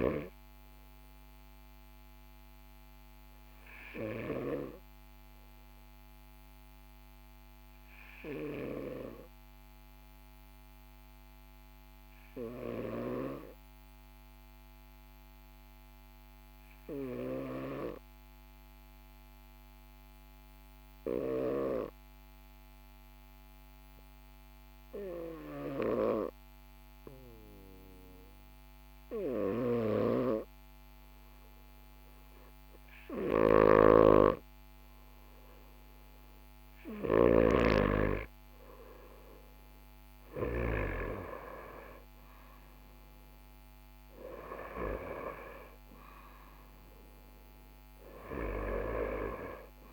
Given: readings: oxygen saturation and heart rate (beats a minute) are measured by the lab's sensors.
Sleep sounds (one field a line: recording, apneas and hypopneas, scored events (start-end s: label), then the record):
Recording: breathing in sleep by a microphone on the trachea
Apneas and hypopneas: 1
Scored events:
14.00-27.50 s: obstructive apnea (oxygen 98% before, 94% lowest, heart rate 42 before, 42 extreme, up 0 after)
30.00-32.50 s: arousal
32.50-37.00 s: snoring (device-marked)
From the record:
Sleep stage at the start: N2 (light sleep)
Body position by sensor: on the right side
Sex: male